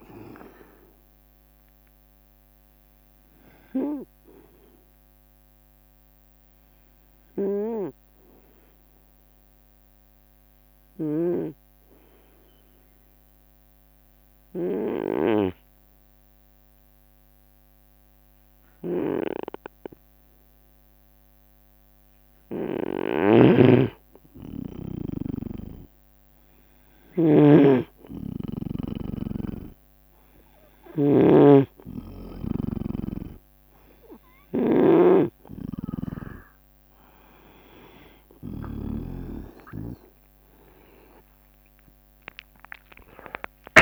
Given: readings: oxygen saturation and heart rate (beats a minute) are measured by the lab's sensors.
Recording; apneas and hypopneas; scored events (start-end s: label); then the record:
breathing in sleep by a microphone on the trachea; 1
0.00-15.50 s: oxygen desaturation (device-marked, oxygen 88% lowest, heart rate 72 extreme)
6.50-7.50 s: leg movement (device-marked)
7.00-22.50 s: obstructive apnea (oxygen 95% before, 88% lowest, heart rate 75 before, 72 extreme)
11.50-15.50 s: snoring (device-marked)
23.50-31.50 s: snoring (device-marked)
24.50-27.50 s: arousal
32.50-43.82 s: oxygen desaturation (device-marked, oxygen 96% before, 91% lowest, heart rate 74 before, 70 extreme)
36.00-43.82 s: snoring (device-marked)
42.50-43.82 s: tachycardia (device-marked, heart rate 61 before, 121 extreme)
From the record:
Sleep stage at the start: N2 (light sleep); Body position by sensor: on the right side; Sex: male